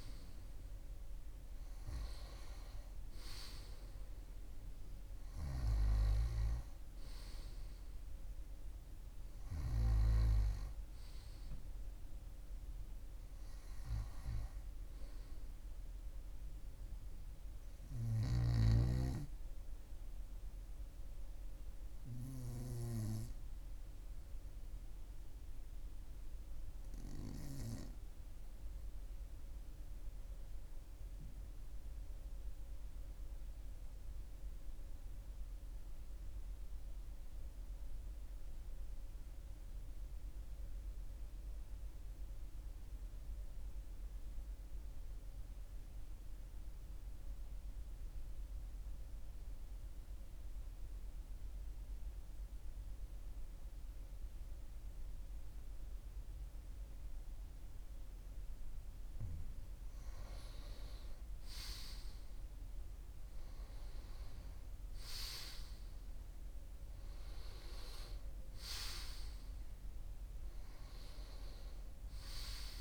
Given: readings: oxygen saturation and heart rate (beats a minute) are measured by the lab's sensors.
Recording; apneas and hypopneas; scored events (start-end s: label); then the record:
breathing in sleep by a room microphone; 1
0.00-26.50 s: oxygen desaturation (device-marked, oxygen 94% lowest, heart rate 39 extreme)
24.00-59.00 s: obstructive apnea (oxygen 97% before, 93% lowest, heart rate 46 before, 40 extreme, up 3 after)
52.50-72.50 s: oxygen desaturation (device-marked, oxygen 98% before, 95% lowest, heart rate 41 before, 41 extreme)
60.50-64.00 s: arousal
From the record:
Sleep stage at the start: N2 (light sleep); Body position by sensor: on the right side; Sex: male